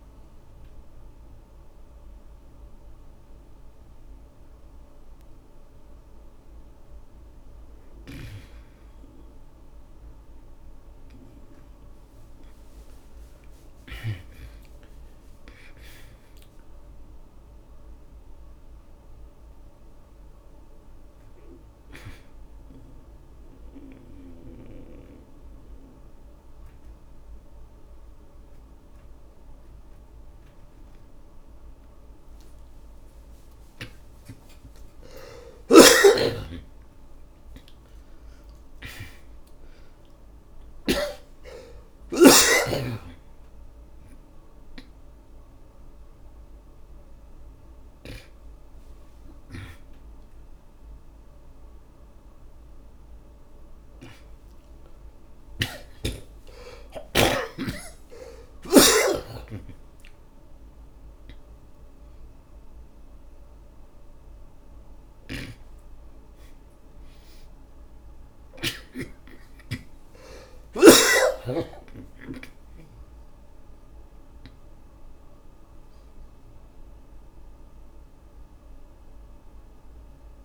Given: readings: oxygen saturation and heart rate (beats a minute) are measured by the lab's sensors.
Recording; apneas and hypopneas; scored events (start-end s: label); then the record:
a person awake in a sleep study, by a room microphone; 1
0.00-13.00 s: oxygen desaturation (device-marked, oxygen 96% before, 77% lowest, heart rate 65 before, 55 extreme)
13.50-18.00 s: arousal
20.00-35.00 s: obstructive apnea (oxygen 97% before, 72% lowest, heart rate 66 before, 55 extreme, up 57 after)
24.00-37.00 s: oxygen desaturation (device-marked, oxygen 97% before, 89% lowest, heart rate 68 before, 55 extreme)
36.00-41.50 s: snoring (device-marked)
38.00-80.45 s: new sleep stage, awake
49.00-62.00 s: oxygen desaturation (device-marked, oxygen 94% before, 72% lowest, heart rate 83 before, 64 extreme)
From the record:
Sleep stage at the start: N2 (light sleep); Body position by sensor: on the back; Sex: male